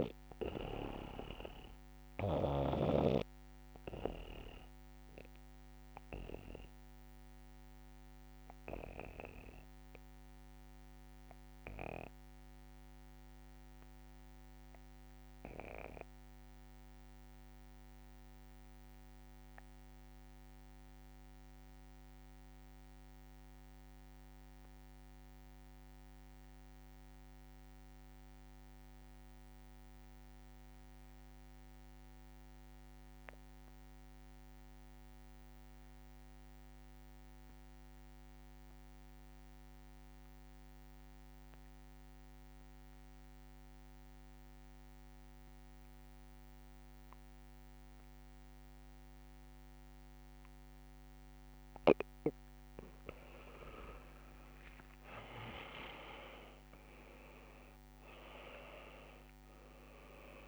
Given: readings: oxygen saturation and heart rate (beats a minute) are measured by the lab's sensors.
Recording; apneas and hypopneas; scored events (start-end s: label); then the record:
breathing in sleep by a microphone on the trachea; 1
0.00-2.50 s: snoring (device-marked)
0.00-14.50 s: oxygen desaturation (device-marked, oxygen 85% lowest, heart rate 55 extreme)
1.50-52.00 s: obstructive apnea (oxygen 98% before, 76% lowest, heart rate 63 before, 65 extreme, up 33 after)
31.50-60.48 s: oxygen desaturation (device-marked, oxygen 98% before, 76% lowest, heart rate 69 before, 65 extreme)
54.00-59.50 s: arousal
From the record:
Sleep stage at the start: N2 (light sleep); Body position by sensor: on the back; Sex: male